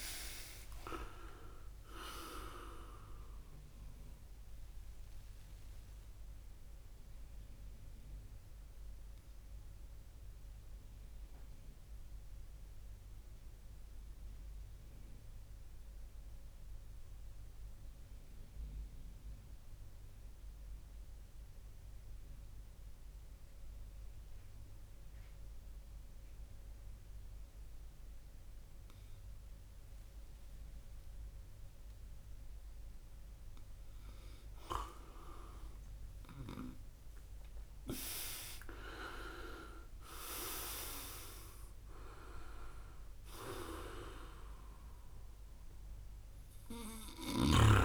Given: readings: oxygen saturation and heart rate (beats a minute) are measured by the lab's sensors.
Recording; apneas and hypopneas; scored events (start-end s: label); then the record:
breathing in sleep by a room microphone; 1
6.00-31.00 s: obstructive apnea (oxygen 100% before, 96% lowest)
34.50-38.50 s: arousal
From the record:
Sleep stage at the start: N2 (light sleep); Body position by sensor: on the right side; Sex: male